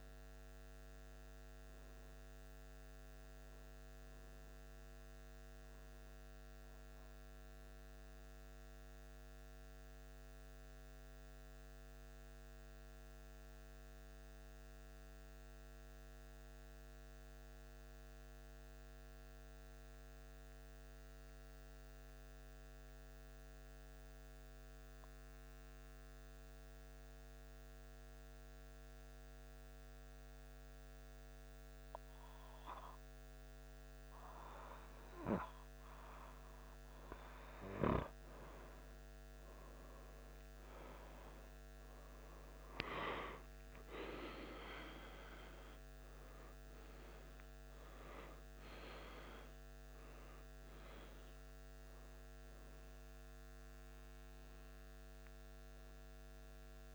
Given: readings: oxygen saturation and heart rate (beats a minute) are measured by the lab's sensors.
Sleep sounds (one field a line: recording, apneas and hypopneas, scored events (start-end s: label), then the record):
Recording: breathing in sleep by a microphone on the trachea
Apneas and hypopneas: 1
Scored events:
7.00-35.50 s: mixed apnea (oxygen 95% before, 92% lowest, heart rate 77 before, 74 extreme, up 0 after)
40.00-45.50 s: arousal
From the record:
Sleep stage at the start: N2 (light sleep)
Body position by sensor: on the back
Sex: male